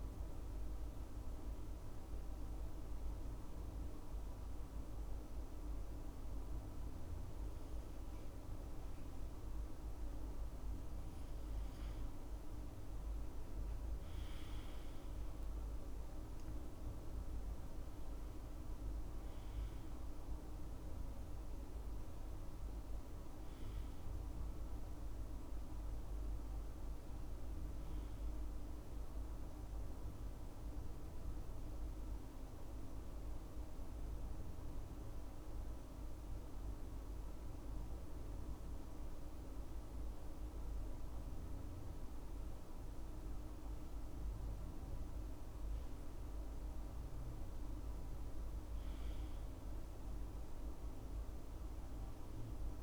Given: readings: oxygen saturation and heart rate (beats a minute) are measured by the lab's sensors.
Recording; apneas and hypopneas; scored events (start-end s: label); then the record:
breathing in sleep, hard to hear, by a room microphone; 2
0.50-11.50 s: obstructive apnea (oxygen 97% before, 94% lowest, heart rate 67 before, 67 extreme, up 9 after)
13.50-17.50 s: arousal
32.00-45.50 s: obstructive apnea (oxygen 97% before, 94% lowest, heart rate 72 before, 64 extreme, up 6 after)
48.00-51.50 s: arousal
From the record:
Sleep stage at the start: N2 (light sleep); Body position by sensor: on the back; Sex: male